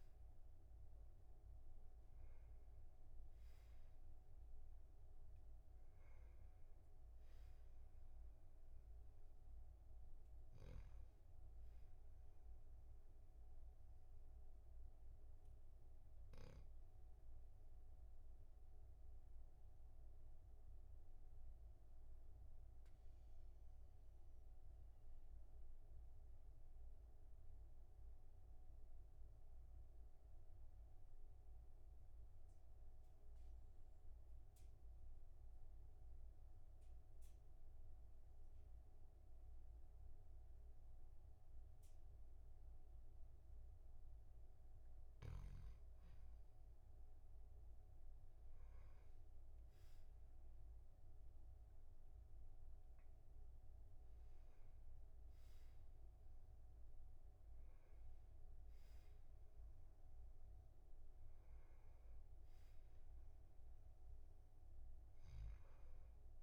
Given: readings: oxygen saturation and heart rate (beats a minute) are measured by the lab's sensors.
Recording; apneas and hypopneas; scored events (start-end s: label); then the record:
breathing in sleep, hard to hear, by a room microphone; 1
14.50-44.00 s: obstructive apnea (oxygen 99% before, 94% lowest, heart rate 45 before, 39 extreme, up 0 after)
47.00-52.00 s: arousal
From the record:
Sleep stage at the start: N2 (light sleep); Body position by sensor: on the back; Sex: male